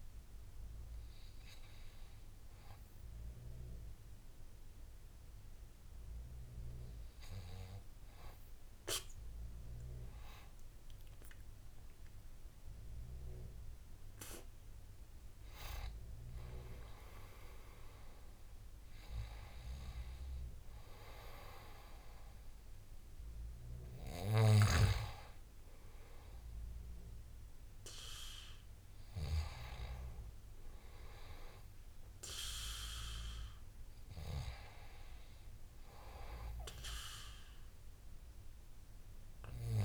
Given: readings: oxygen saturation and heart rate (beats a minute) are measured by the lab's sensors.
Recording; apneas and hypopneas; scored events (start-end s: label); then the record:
breathing in sleep by a room microphone; none
none scored
From the record:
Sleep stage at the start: N2 (light sleep); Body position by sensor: on the back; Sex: male